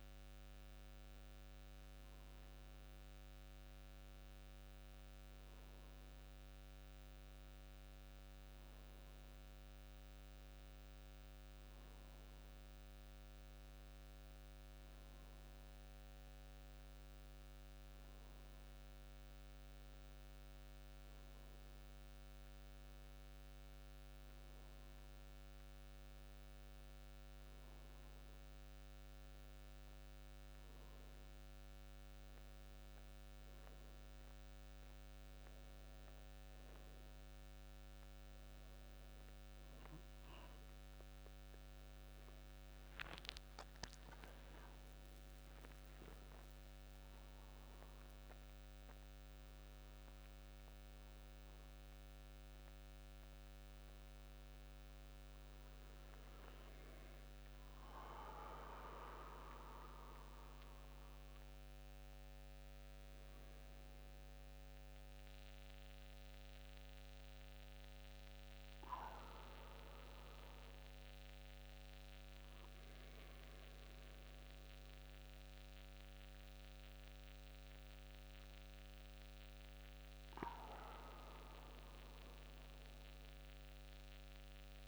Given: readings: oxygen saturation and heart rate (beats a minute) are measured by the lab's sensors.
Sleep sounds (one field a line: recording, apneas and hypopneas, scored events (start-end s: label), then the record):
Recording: breathing in sleep by a microphone on the trachea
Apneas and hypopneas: none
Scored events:
11.00-84.88 s: new sleep stage, N2 (light sleep)
41.00-45.00 s: arousal
From the record:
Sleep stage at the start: N1 (lightest sleep)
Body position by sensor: on the back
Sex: male